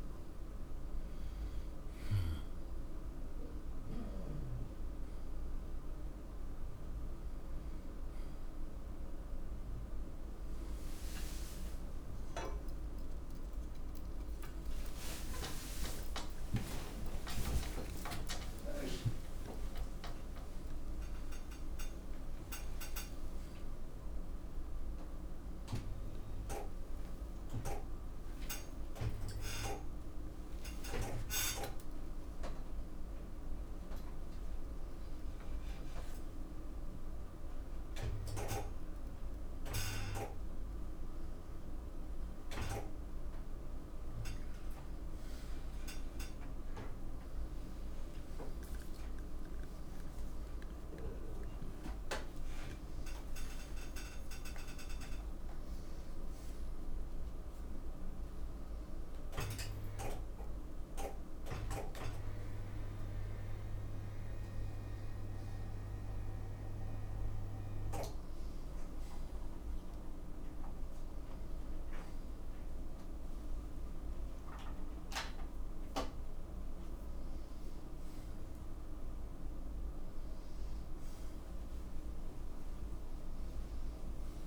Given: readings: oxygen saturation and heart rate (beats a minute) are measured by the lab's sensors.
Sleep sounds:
a person awake in a sleep study, by a room microphone; none
2.50-84.47 s: new sleep stage, awake
From the record:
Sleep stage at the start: N2 (light sleep); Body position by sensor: upright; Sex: male

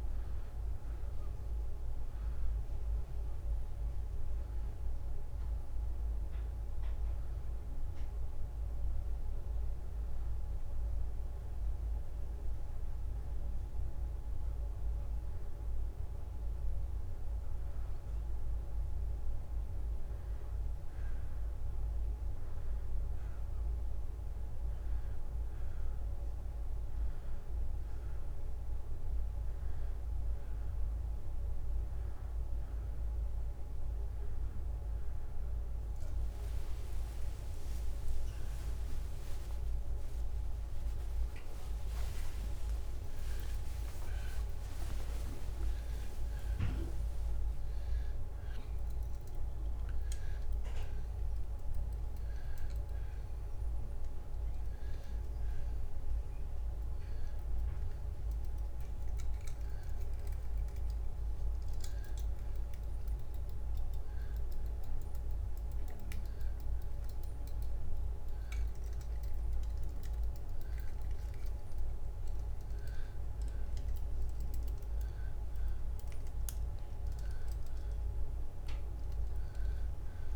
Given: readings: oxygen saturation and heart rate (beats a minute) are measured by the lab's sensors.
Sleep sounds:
a person partly awake in a sleep study, hard to hear, by a room microphone; none
0.00-2.50 s: drop in pulse transit time (device-marked, heart rate 88 extreme)
4.50-34.50 s: new sleep stage, N2 (light sleep)
7.50-19.50 s: oxygen desaturation (device-marked, oxygen 95% before, 91% lowest, heart rate 98 before, 81 extreme)
34.50-80.36 s: new sleep stage, N1 (lightest sleep)
41.50-46.50 s: arousal
From the record:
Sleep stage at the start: awake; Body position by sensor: on the back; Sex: male

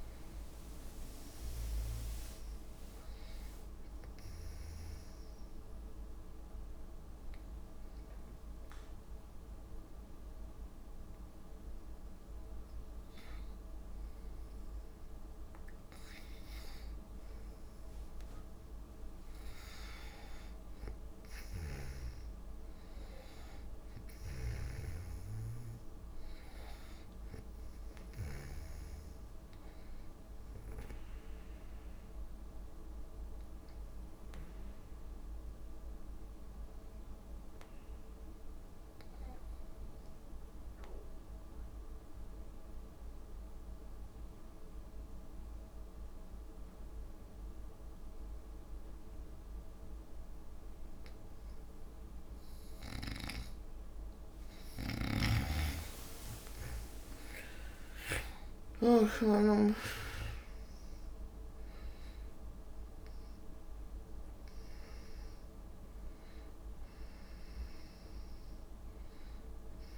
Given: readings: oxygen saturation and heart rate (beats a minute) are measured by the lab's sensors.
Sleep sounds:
breathing in sleep by a room microphone; 2
2.50-12.50 s: drop in pulse transit time (device-marked, heart rate 71 before, 67 extreme)
6.00-17.00 s: hypopnea (oxygen 99% before, 85% lowest, heart rate 72 before, 56 extreme, up 4 after)
21.50-25.50 s: arousal
21.50-29.00 s: snoring (device-marked)
21.50-36.50 s: oxygen desaturation (device-marked, oxygen 98% before, 94% lowest, heart rate 69 before, 56 extreme)
31.50-52.50 s: obstructive apnea (oxygen 98% before, 85% lowest, heart rate 68 before, 57 extreme, up 9 after)
50.50-69.98 s: oxygen desaturation (device-marked, oxygen 98% before, 85% lowest, heart rate 61 before, 56 extreme)
57.00-62.00 s: arousal
From the record:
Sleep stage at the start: N2 (light sleep); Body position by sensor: on the back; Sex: female

